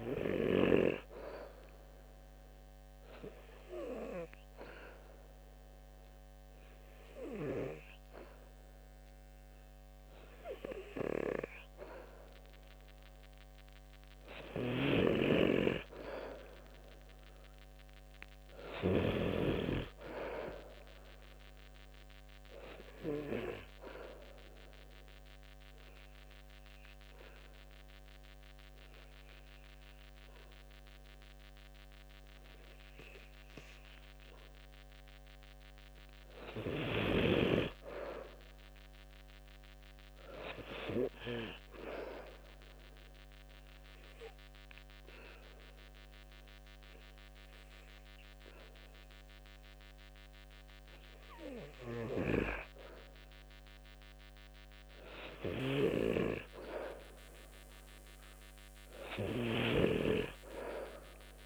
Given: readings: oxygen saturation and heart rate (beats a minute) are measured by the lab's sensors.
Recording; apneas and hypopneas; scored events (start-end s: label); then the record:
breathing in sleep by a microphone on the trachea; 3
1.50-11.50 s: obstructive apnea (oxygen 92% before, 90% lowest, heart rate 71 before, 64 extreme, up 5 after)
13.50-18.00 s: arousal
14.00-19.00 s: snoring (device-marked)
24.00-34.50 s: obstructive apnea (oxygen 92% before, 90% lowest, heart rate 70 before, 64 extreme, up 10 after)
36.00-39.00 s: arousal
43.00-54.00 s: obstructive apnea (oxygen 93% before, 90% lowest, heart rate 69 before, 67 extreme)
55.00-59.50 s: snoring (device-marked)
60.00-61.46 s: oxygen desaturation (device-marked, oxygen 95% before, 90% lowest, heart rate 72 before, 67 extreme)
From the record:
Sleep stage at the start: N2 (light sleep); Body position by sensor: on the back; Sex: male